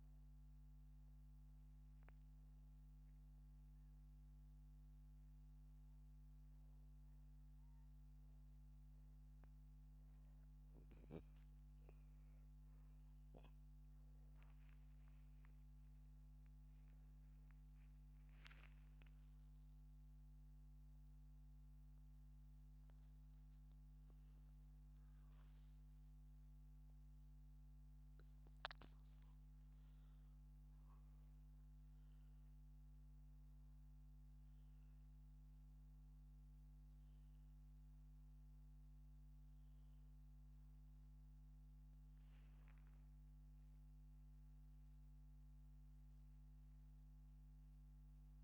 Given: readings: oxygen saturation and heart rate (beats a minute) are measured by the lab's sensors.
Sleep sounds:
a person partly awake in a sleep study, hard to hear, by a microphone on the trachea; none
26.00-48.44 s: new sleep stage, awake
From the record:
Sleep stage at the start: N1 (lightest sleep); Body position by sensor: upright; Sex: male

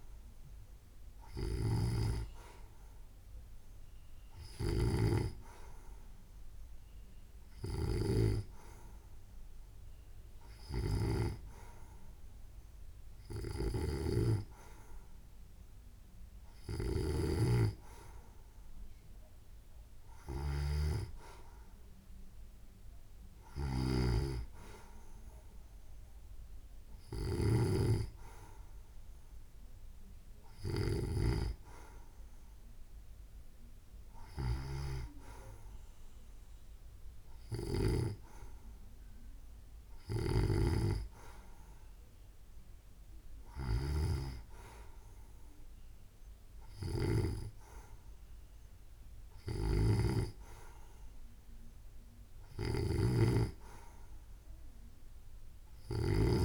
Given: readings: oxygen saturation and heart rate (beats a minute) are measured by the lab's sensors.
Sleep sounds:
breathing in sleep by a room microphone; none
none scored
From the record:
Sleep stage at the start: N2 (light sleep); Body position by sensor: on the right side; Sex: female

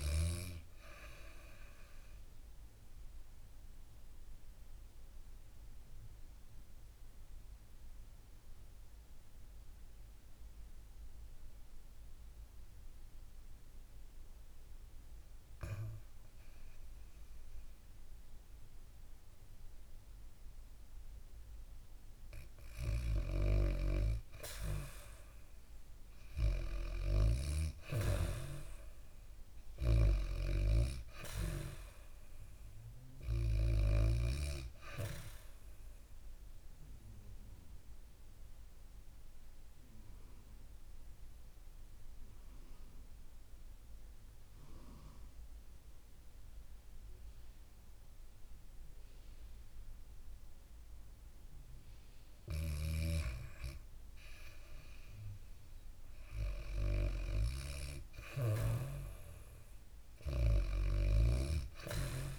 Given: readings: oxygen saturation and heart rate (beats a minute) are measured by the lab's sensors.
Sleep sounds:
breathing in sleep by a room microphone; 2
0.00-12.00 s: oxygen desaturation (device-marked, oxygen 95% lowest, heart rate 59 extreme)
3.00-22.50 s: obstructive apnea (oxygen 99% before, 89% lowest, heart rate 68 before, 59 extreme, up 6 after)
18.00-20.00 s: bradycardia (device-marked, heart rate 69 before, 63 extreme)
23.00-44.00 s: oxygen desaturation (device-marked, oxygen 97% before, 90% lowest, heart rate 63 before, 64 extreme)
25.00-29.50 s: arousal
37.00-54.00 s: obstructive apnea (oxygen 97% before, 89% lowest, heart rate 63 before, 65 extreme, up 4 after)
52.00-62.39 s: snoring (device-marked)
57.00-61.50 s: arousal
57.00-62.39 s: oxygen desaturation (device-marked, oxygen 97% before, 89% lowest, heart rate 68 before, 63 extreme)
From the record:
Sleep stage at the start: REM sleep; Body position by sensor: on the back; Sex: female

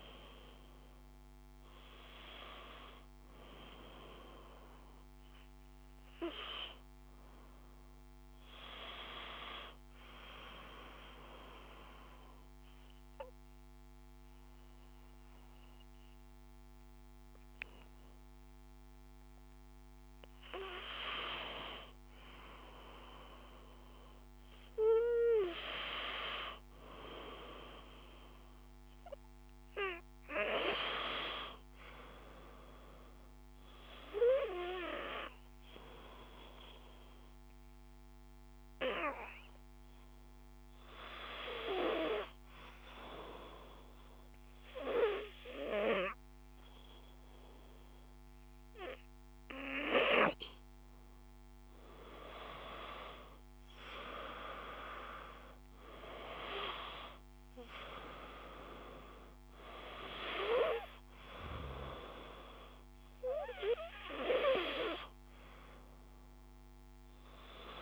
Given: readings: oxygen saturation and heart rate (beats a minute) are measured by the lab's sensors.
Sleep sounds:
breathing in sleep by a microphone on the trachea; 2
0.00-13.50 s: oxygen desaturation (device-marked, oxygen 90% lowest, heart rate 56 extreme)
9.00-19.50 s: obstructive apnea (oxygen 94% before, 90% lowest, heart rate 59 before, 56 extreme, up 1 after)
21.50-26.00 s: arousal
33.50-44.50 s: oxygen desaturation (device-marked, oxygen 96% before, 92% lowest, heart rate 57 before, 56 extreme)
35.50-50.00 s: hypopnea (oxygen 96% before, 91% lowest, heart rate 57 before, 56 extreme, up 2 after)
52.00-56.00 s: arousal
55.50-67.82 s: oxygen desaturation (device-marked, oxygen 94% before, 91% lowest, heart rate 57 before, 54 extreme)
From the record:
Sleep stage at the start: N2 (light sleep); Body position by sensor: on the back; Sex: male

